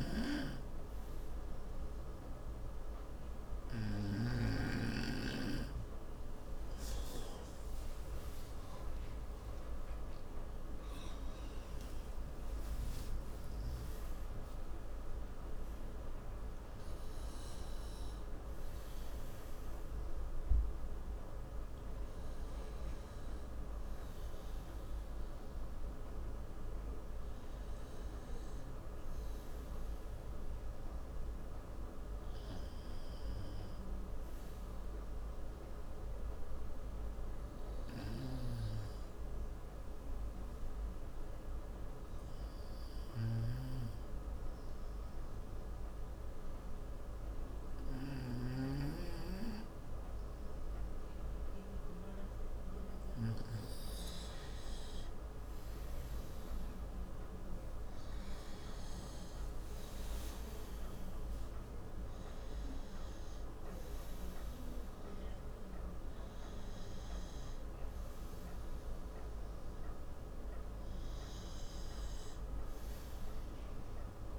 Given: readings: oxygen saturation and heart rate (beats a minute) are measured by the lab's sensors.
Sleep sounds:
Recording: a person partly awake in a sleep study, by a room microphone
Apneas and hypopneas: 1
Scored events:
0.00-5.00 s: snoring (device-marked)
2.00-25.00 s: oxygen desaturation (device-marked, oxygen 96% before, 92% lowest, heart rate 67 before, 64 extreme)
30.00-74.39 s: new sleep stage, N1 (lightest sleep)
36.50-55.00 s: obstructive apnea (oxygen 96% before, 92% lowest, heart rate 78 before, 62 extreme, up 23 after)
43.50-49.00 s: snoring (device-marked)
54.00-74.39 s: oxygen desaturation (device-marked, oxygen 96% before, 92% lowest, heart rate 66 before, 62 extreme)
58.50-64.00 s: arousal
From the record:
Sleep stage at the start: awake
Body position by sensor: on the right side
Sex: male

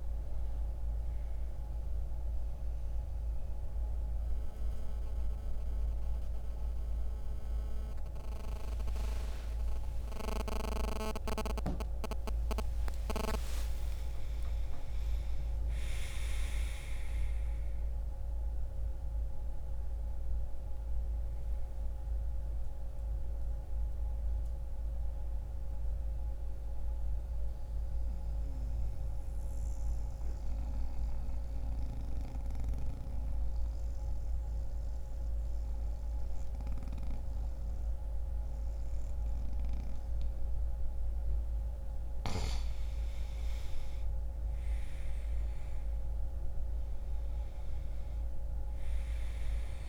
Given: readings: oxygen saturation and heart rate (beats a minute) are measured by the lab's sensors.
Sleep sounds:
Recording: breathing in sleep by a room microphone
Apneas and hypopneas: 1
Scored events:
0.00-15.50 s: oxygen desaturation (device-marked, oxygen 91% lowest, heart rate 60 extreme)
8.00-13.50 s: arousal
26.00-42.00 s: mixed apnea (oxygen 96% before, 89% lowest, heart rate 74 before, 60 extreme, up 5 after)
29.50-49.89 s: new sleep stage, N2 (light sleep)
44.00-48.50 s: arousal
From the record:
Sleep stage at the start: N1 (lightest sleep)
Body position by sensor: on the back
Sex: male

